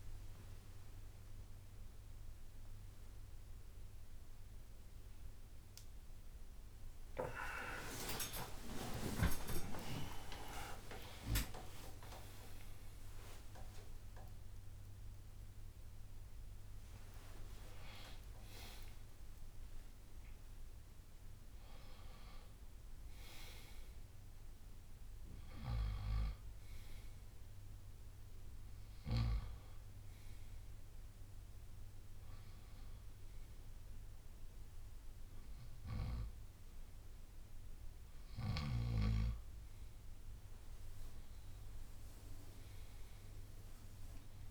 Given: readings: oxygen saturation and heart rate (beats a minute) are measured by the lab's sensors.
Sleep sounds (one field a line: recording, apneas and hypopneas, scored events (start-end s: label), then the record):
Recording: a person awake in a sleep study, by a room microphone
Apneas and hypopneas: 1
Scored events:
0.00-10.00 s: drop in pulse transit time (device-marked, heart rate 71 extreme)
6.00-17.00 s: oxygen desaturation (device-marked, oxygen 95% before, 92% lowest, heart rate 72 before, 58 extreme)
7.00-13.00 s: tachycardia (device-marked, heart rate 64 before, 120 extreme)
8.00-10.00 s: long interval between heartbeats (device-marked, heart rate 72 before, 82 extreme)
10.00-12.00 s: long interval between heartbeats (device-marked, heart rate 74 before, 107 extreme)
24.00-44.50 s: new sleep stage, N2 (light sleep)
25.00-37.00 s: bradycardia (device-marked, heart rate 65 before, 58 extreme)
30.00-40.00 s: hypopnea (oxygen 97% before, 93% lowest, heart rate 85 before, 58 extreme, up 8 after)
42.00-44.50 s: arousal
From the record:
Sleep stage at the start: awake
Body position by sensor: on the right side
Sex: male